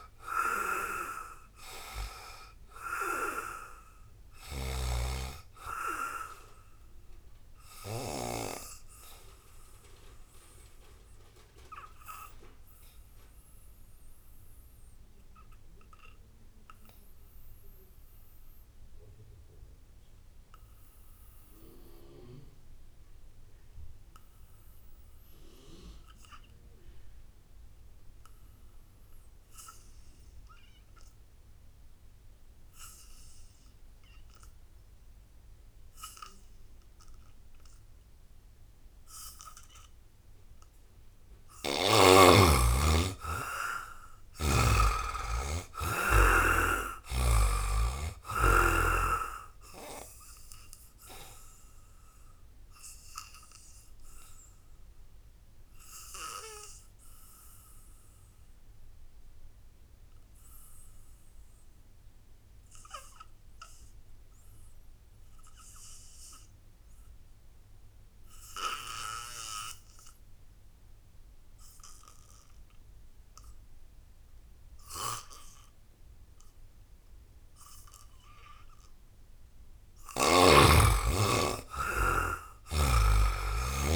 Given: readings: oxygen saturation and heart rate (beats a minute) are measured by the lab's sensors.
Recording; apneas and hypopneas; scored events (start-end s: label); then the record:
breathing in sleep by a room microphone; 2
0.00-16.00 s: oxygen desaturation (device-marked, oxygen 71% lowest, heart rate 62 extreme)
4.00-8.00 s: snoring (device-marked)
6.00-39.00 s: obstructive apnea (oxygen 98% before, 71% lowest, heart rate 73 before, 70 extreme, up 2 after)
30.00-62.00 s: oxygen desaturation (device-marked, oxygen 99% before, 72% lowest, heart rate 78 before, 69 extreme)
41.00-45.00 s: arousal
50.00-78.50 s: obstructive apnea (oxygen 99% before, 71% lowest, heart rate 73 before, 69 extreme, up 5 after)
68.00-83.96 s: oxygen desaturation (device-marked, oxygen 98% before, 74% lowest, heart rate 80 before, 58 extreme)
80.50-83.96 s: arousal
From the record:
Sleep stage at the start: N2 (light sleep); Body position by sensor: on the back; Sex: male